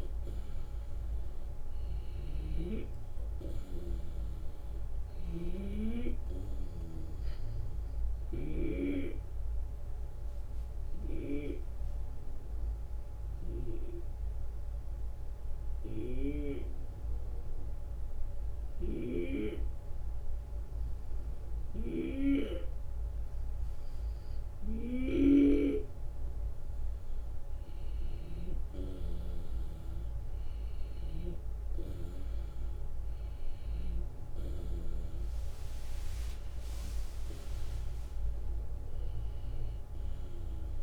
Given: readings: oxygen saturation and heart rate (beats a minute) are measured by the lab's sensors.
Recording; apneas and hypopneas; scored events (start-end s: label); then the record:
breathing in sleep by a room microphone; 1
2.00-8.50 s: snoring (device-marked)
8.00-24.00 s: obstructive apnea (oxygen 94% before, 91% lowest, heart rate 79 before, 76 extreme, up 2 after)
18.50-31.00 s: snoring (device-marked)
27.50-31.50 s: arousal
37.00-40.83 s: drop in pulse transit time (device-marked, heart rate 78 before, 78 extreme)
From the record:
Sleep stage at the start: N2 (light sleep); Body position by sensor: on the back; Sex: male